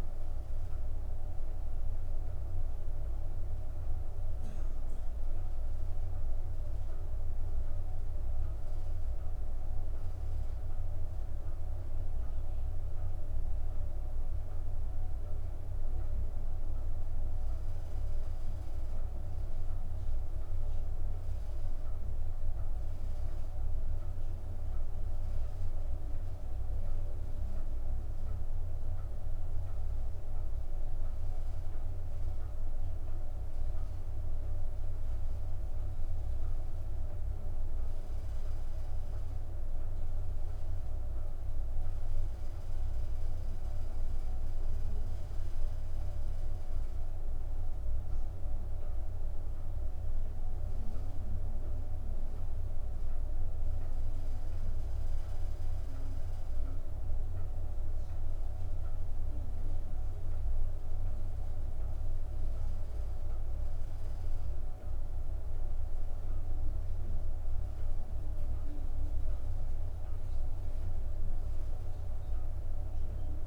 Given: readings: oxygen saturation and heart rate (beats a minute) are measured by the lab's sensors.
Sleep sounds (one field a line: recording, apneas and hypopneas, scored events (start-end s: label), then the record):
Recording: breathing in sleep, hard to hear, by a room microphone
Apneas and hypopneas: none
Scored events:
59.50-73.47 s: new sleep stage, N2 (light sleep)
From the record:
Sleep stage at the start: N1 (lightest sleep)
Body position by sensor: upright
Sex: female